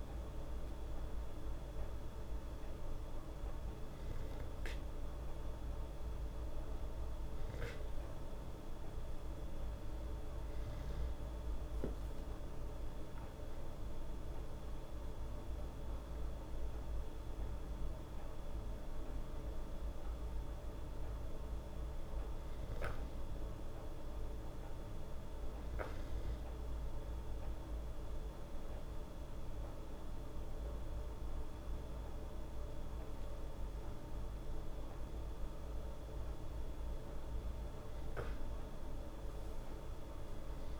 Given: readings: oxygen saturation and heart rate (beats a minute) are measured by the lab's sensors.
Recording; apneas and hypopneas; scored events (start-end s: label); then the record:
breathing in sleep, hard to hear, by a room microphone; none
12.50-16.50 s: arousal
From the record:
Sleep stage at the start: N2 (light sleep); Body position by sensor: on the back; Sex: female